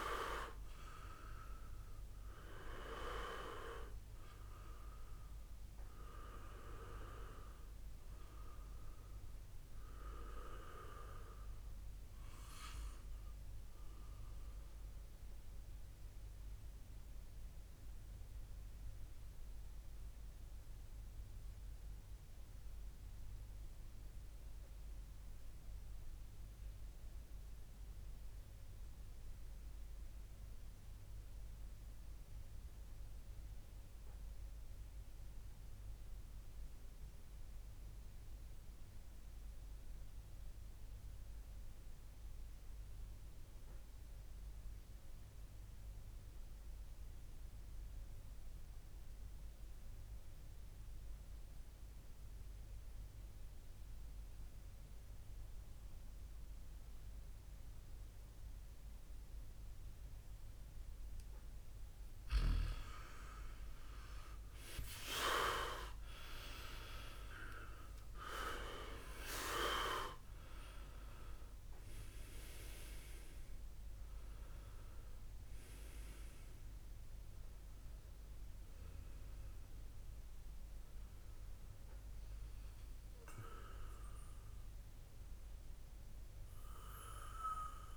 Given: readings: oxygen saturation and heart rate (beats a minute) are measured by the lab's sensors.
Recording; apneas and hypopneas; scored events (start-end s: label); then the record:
breathing in sleep by a room microphone; 1
15.50-61.50 s: mixed apnea (oxygen 98% before, 94% lowest, heart rate 61 before, 55 extreme, up 6 after)
60.50-77.50 s: oxygen desaturation (device-marked, oxygen 98% before, 94% lowest, heart rate 58 before, 56 extreme)
63.00-67.50 s: arousal
From the record:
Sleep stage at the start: REM sleep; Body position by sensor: on the back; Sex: male